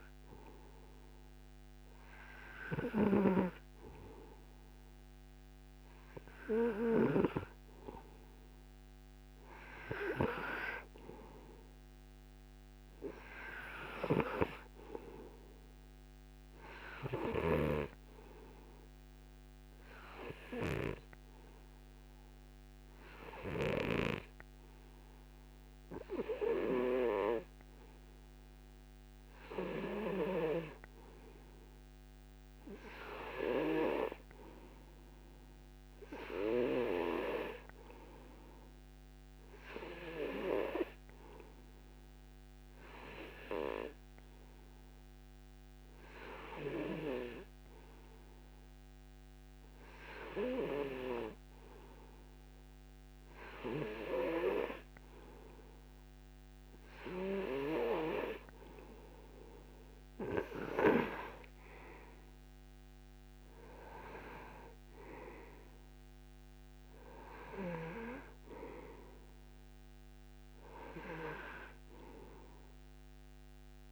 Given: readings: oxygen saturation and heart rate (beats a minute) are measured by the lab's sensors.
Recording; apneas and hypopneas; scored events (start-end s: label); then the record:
breathing in sleep by a microphone on the trachea; none
62.50-66.50 s: arousal
From the record:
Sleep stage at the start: N2 (light sleep); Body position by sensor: on the right side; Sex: male